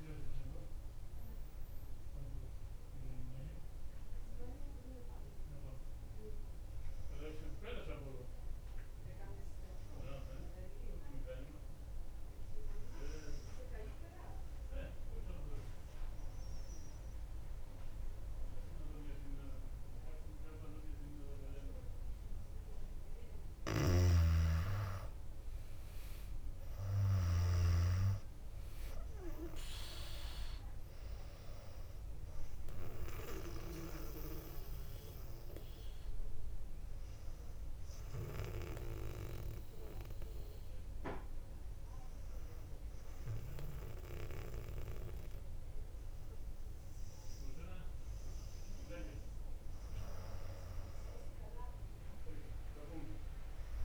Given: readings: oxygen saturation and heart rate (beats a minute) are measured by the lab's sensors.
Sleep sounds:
breathing in sleep by a room microphone; 2
0.00-11.00 s: drop in pulse transit time (device-marked, heart rate 61 extreme)
11.50-23.00 s: obstructive apnea (oxygen 98% before, 93% lowest, heart rate 64 before, 60 extreme, up 3 after)
23.50-28.00 s: snoring (device-marked)
26.00-29.50 s: arousal
30.00-50.00 s: oxygen desaturation (device-marked, oxygen 99% before, 93% lowest, heart rate 61 before, 58 extreme)
34.00-47.50 s: hypopnea (oxygen 99% before, 93% lowest, heart rate 62 before, 58 extreme, up 0 after)
50.50-53.85 s: arousal
From the record:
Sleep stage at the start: N2 (light sleep); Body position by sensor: on the back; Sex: female

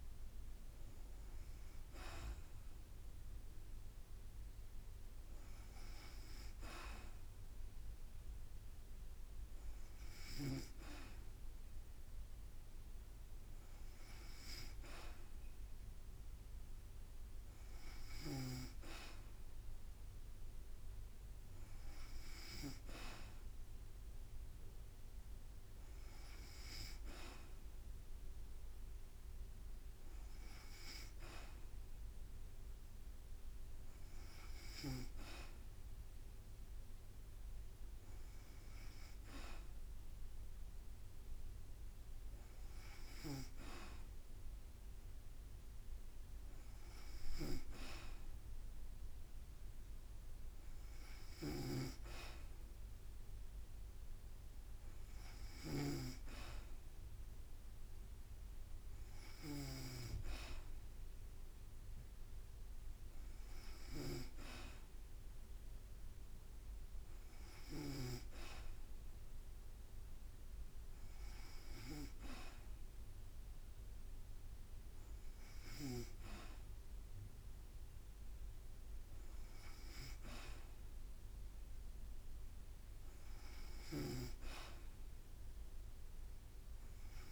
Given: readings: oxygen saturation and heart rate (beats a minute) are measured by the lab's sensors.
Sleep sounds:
breathing in sleep by a room microphone; none
51.00-59.50 s: snoring (device-marked)
83.50-87.32 s: snoring (device-marked)
From the record:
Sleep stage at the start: N2 (light sleep); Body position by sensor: on the back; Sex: female

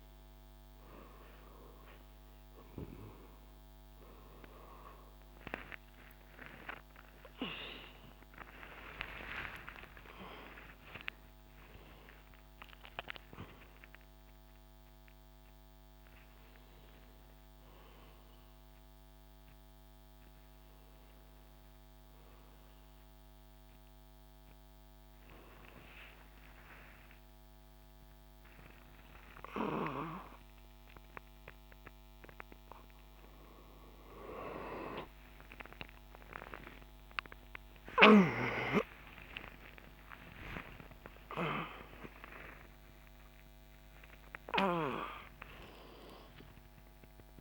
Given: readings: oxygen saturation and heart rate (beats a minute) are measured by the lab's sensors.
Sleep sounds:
a person awake in a sleep study, by a microphone on the trachea; none
none scored
From the record:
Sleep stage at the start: awake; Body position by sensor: on the back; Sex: male

